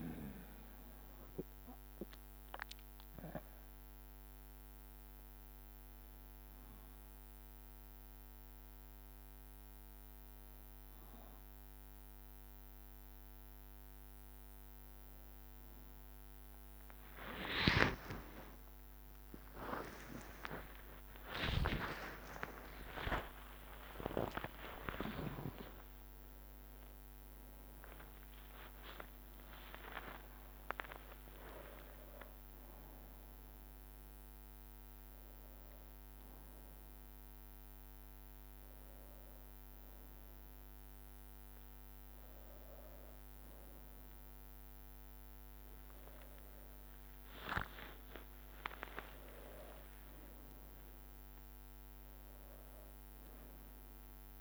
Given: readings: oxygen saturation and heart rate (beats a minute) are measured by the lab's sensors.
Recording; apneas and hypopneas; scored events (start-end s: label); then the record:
a person awake in a sleep study, by a microphone on the trachea; none
0.00-11.50 s: drop in pulse transit time (device-marked, heart rate 59 extreme)
17.50-25.50 s: tachycardia (device-marked, heart rate 60 before, 161 extreme)
18.00-20.00 s: long interval between heartbeats (device-marked, heart rate 69 before, 76 extreme)
21.50-23.50 s: long interval between heartbeats (device-marked, heart rate 70 before, 140 extreme)
23.50-34.50 s: drop in pulse transit time (device-marked, heart rate 76 before, 76 extreme)
25.50-27.50 s: long interval between heartbeats (device-marked, heart rate 84 before, 166 extreme)
31.00-33.00 s: long interval between heartbeats (device-marked, heart rate 101 before, 76 extreme)
41.00-43.00 s: long interval between heartbeats (device-marked)
46.00-48.00 s: long interval between heartbeats (device-marked, heart rate 70 before, 59 extreme)
48.50-50.50 s: long interval between heartbeats (device-marked, heart rate 56 before, 76 extreme)
From the record:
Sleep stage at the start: awake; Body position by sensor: on the back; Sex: female